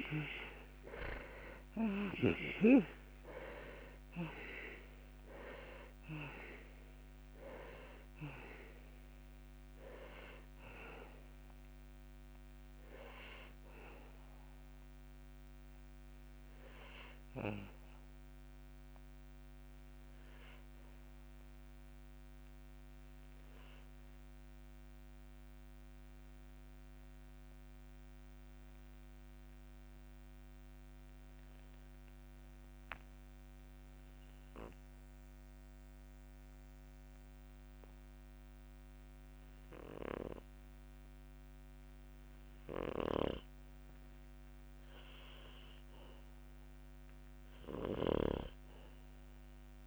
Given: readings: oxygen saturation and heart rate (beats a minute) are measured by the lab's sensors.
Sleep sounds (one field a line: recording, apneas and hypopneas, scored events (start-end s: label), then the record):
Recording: breathing in sleep by a microphone on the trachea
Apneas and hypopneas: 1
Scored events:
0.00-1.00 s: arousal
0.00-28.50 s: oxygen desaturation (device-marked, oxygen 83% lowest, heart rate 55 extreme)
20.00-42.00 s: obstructive apnea (oxygen 93% before, 83% lowest, heart rate 69 before, 65 extreme, up 1 after)
43.00-49.87 s: snoring (device-marked)
45.00-49.00 s: arousal
From the record:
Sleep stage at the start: REM sleep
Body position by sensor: on the back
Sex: male